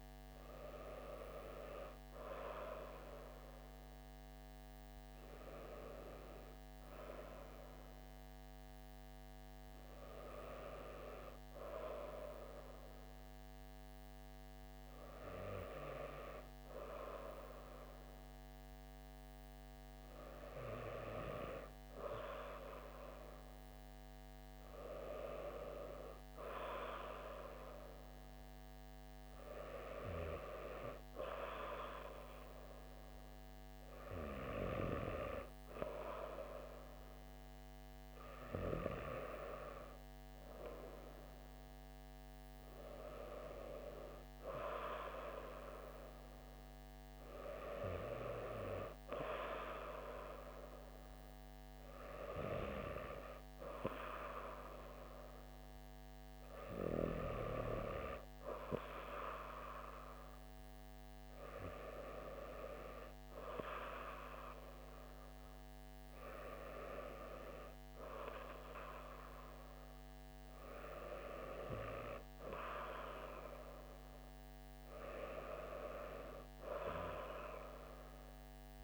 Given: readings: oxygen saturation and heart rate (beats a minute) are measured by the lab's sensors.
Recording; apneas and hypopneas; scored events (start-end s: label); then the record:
breathing in sleep by a microphone on the trachea; none
none scored
From the record:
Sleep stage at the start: N2 (light sleep); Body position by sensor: on the back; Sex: female